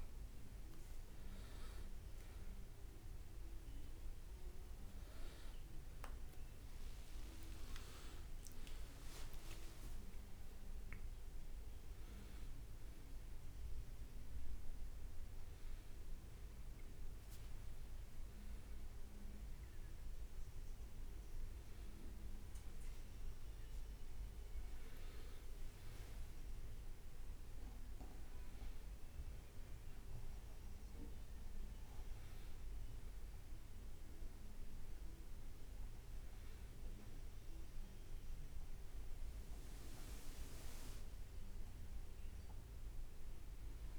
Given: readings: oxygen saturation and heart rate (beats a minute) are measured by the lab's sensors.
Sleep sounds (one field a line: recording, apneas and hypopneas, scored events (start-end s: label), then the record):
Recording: a person awake in a sleep study, hard to hear, by a room microphone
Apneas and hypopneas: none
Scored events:
9.00-10.50 s: leg movement (device-marked)
38.50-43.99 s: new sleep stage, N1 (lightest sleep)
39.00-42.50 s: leg movement (device-marked)
From the record:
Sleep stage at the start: awake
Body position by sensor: on the back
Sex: male